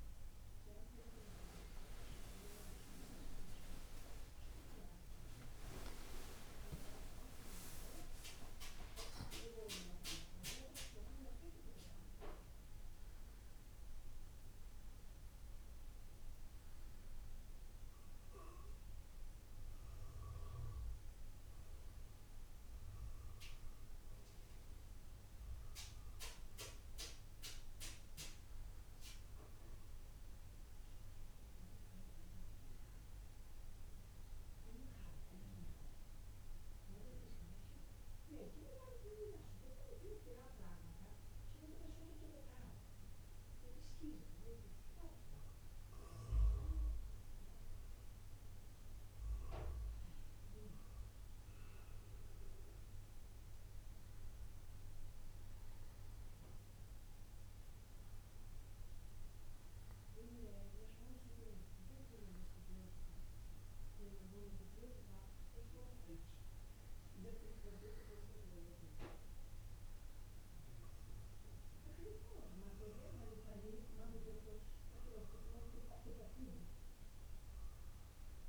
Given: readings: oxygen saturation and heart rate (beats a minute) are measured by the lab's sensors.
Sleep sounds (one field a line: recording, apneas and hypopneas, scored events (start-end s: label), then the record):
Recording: breathing in sleep by a room microphone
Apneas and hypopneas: none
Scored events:
5.00-9.00 s: arousal
5.00-78.49 s: new sleep stage, N1 (lightest sleep)
From the record:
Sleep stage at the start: N2 (light sleep)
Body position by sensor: on the back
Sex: male